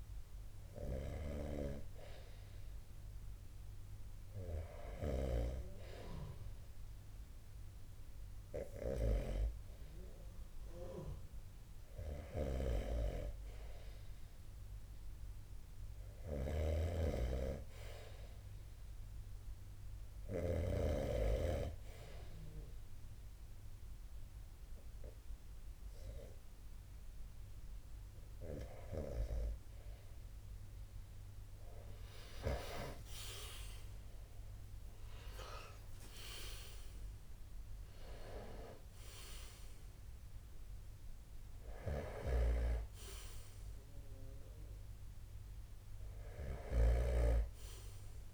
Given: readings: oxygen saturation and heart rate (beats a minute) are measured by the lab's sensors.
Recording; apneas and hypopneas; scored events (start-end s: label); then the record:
breathing in sleep by a room microphone; 1
0.00-4.50 s: snoring (device-marked)
1.50-12.50 s: hypopnea (oxygen 88% before, 85% lowest, heart rate 44 before, 30 extreme, up 30 after)
15.50-20.00 s: snoring (device-marked)
16.50-48.34 s: new sleep stage, N2 (light sleep)
31.50-35.00 s: arousal
41.00-48.34 s: snoring (device-marked)
From the record:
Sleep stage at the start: REM sleep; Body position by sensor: on the right side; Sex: male